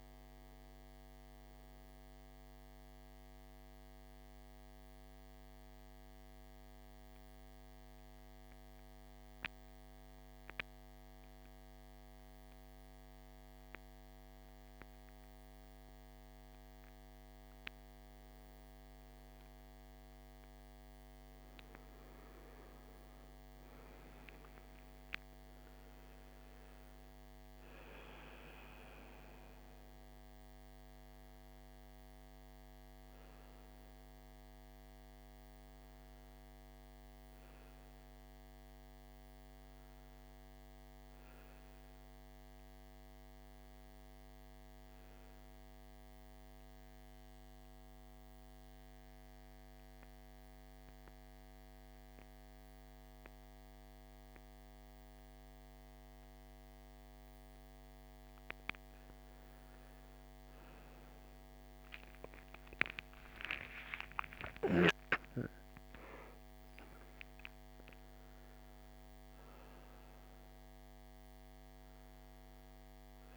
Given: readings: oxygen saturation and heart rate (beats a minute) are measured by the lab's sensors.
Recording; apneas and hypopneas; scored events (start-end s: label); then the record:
a person partly awake in a sleep study, by a microphone on the trachea; 2
0.00-4.00 s: oxygen desaturation (device-marked, oxygen 89% lowest, heart rate 56 extreme)
6.00-17.00 s: central apnea (oxygen 98% before, 90% lowest, heart rate 65 before, 56 extreme, up 9 after)
19.00-22.00 s: arousal
24.00-45.00 s: oxygen desaturation (device-marked, oxygen 98% before, 90% lowest, heart rate 59 before, 56 extreme)
46.00-58.00 s: central apnea (oxygen 98% before, 94% lowest, heart rate 65 before, 56 extreme, up 12 after)
55.00-73.36 s: new sleep stage, awake
68.00-73.36 s: oxygen desaturation (device-marked, oxygen 98% before, 94% lowest, heart rate 60 before, 66 extreme)
From the record:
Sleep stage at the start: N2 (light sleep); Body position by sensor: on the back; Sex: male